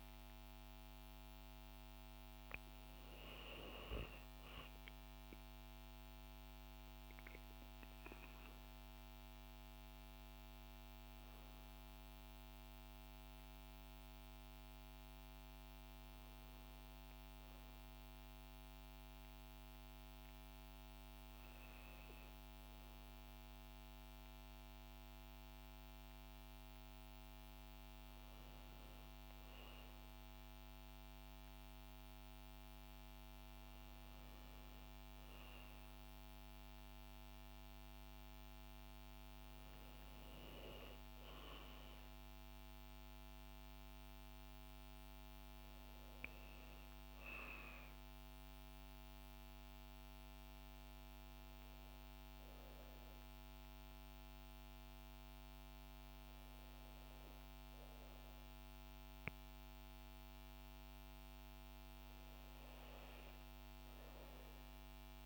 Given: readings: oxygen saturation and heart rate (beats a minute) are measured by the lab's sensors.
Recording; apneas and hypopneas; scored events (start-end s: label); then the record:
breathing in sleep, hard to hear, by a microphone on the trachea; none
none scored
From the record:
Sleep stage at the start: N2 (light sleep); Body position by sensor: on the back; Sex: female